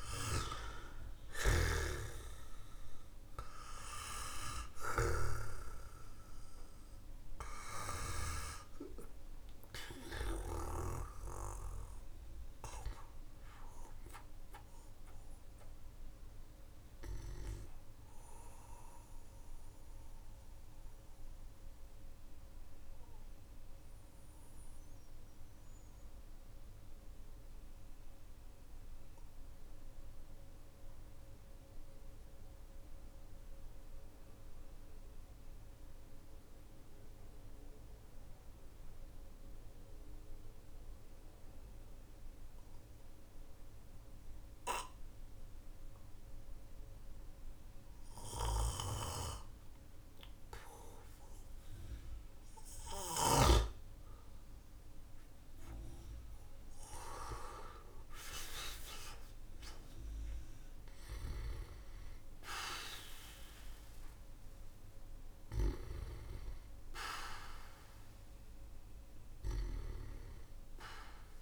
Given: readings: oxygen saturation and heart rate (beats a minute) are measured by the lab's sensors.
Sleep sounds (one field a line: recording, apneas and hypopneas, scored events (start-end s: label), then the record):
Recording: breathing in sleep by a room microphone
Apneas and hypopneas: 1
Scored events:
0.00-8.00 s: snoring (device-marked)
0.00-29.50 s: oxygen desaturation (device-marked, oxygen 92% lowest, heart rate 47 extreme)
14.00-17.50 s: arousal
19.50-52.50 s: mixed apnea (oxygen 97% before, 92% lowest, heart rate 53 before, 42 extreme, up 9 after)
33.50-71.42 s: new sleep stage, N1 (lightest sleep)
56.50-60.50 s: arousal
65.00-71.42 s: snoring (device-marked)
From the record:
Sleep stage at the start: N2 (light sleep)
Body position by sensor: on the back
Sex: male